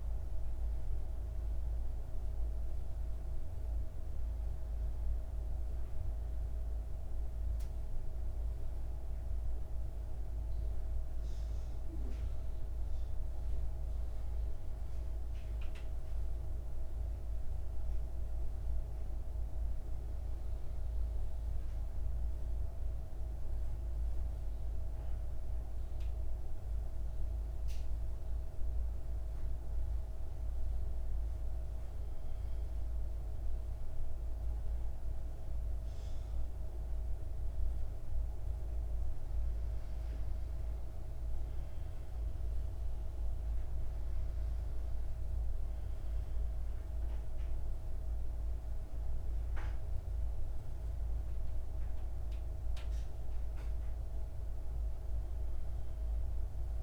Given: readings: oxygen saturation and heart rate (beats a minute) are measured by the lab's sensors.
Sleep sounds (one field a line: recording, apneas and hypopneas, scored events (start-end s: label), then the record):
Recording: breathing in sleep, hard to hear, by a room microphone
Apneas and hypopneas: 1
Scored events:
0.00-10.50 s: oxygen desaturation (device-marked, oxygen 88% lowest, heart rate 57 extreme)
12.50-42.50 s: new sleep stage, N2 (light sleep)
22.00-39.00 s: mixed apnea (oxygen 100% before, 91% lowest, heart rate 60 before, 54 extreme, up 11 after)
38.50-56.82 s: oxygen desaturation (device-marked, oxygen 100% before, 91% lowest, heart rate 58 before, 58 extreme)
40.50-45.50 s: arousal
42.50-56.82 s: new sleep stage, N1 (lightest sleep)
From the record:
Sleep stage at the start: N1 (lightest sleep)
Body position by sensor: on the back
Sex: male